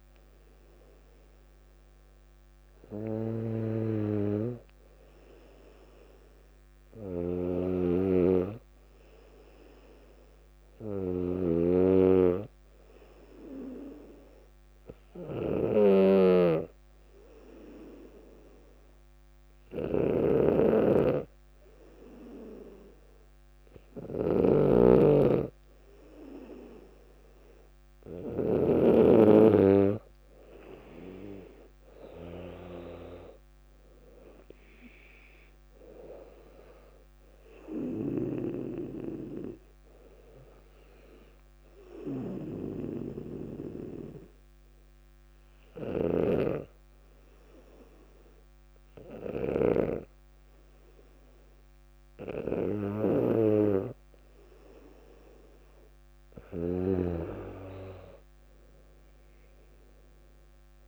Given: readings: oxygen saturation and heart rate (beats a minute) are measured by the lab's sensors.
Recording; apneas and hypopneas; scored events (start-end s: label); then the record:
breathing in sleep by a microphone on the trachea; 2
1.50-5.50 s: arousal
3.50-29.00 s: snoring (device-marked)
12.00-24.50 s: hypopnea (oxygen 98% before, 95% lowest, heart rate 61 before, 60 extreme, up 1 after)
29.50-33.00 s: arousal
41.50-54.00 s: hypopnea (oxygen 97% before, 93% lowest, heart rate 63 before, 60 extreme, up 3 after)
46.00-57.00 s: snoring (device-marked)
From the record:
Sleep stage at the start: N2 (light sleep); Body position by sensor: on the back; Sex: female